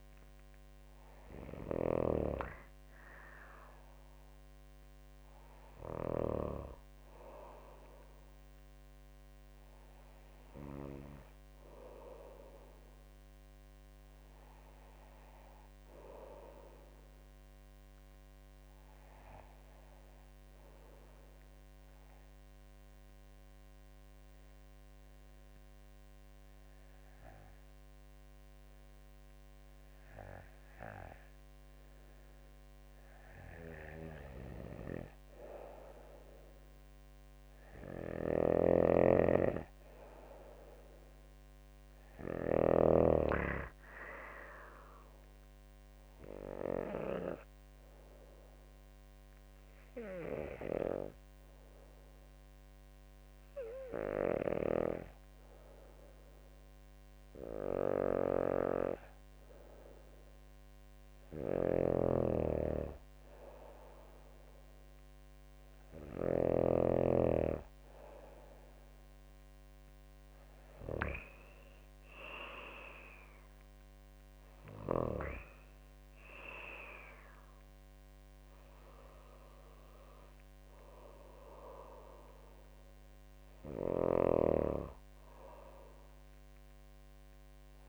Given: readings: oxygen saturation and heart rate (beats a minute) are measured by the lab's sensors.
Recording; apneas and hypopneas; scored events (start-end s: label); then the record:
breathing in sleep by a microphone on the trachea; 2
19.50-31.50 s: obstructive apnea (oxygen 98% before, 93% lowest, heart rate 50 before, 48 extreme, up 9 after)
34.00-37.50 s: arousal
37.50-42.00 s: snoring (device-marked)
37.50-50.50 s: oxygen desaturation (device-marked, oxygen 98% before, 93% lowest, heart rate 50 before, 50 extreme)
46.50-59.50 s: hypopnea (oxygen 98% before, 93% lowest, heart rate 54 before, 50 extreme, up 1 after)
61.00-66.00 s: snoring (device-marked)
61.50-65.50 s: arousal
From the record:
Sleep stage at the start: N2 (light sleep); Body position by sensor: on the back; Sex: female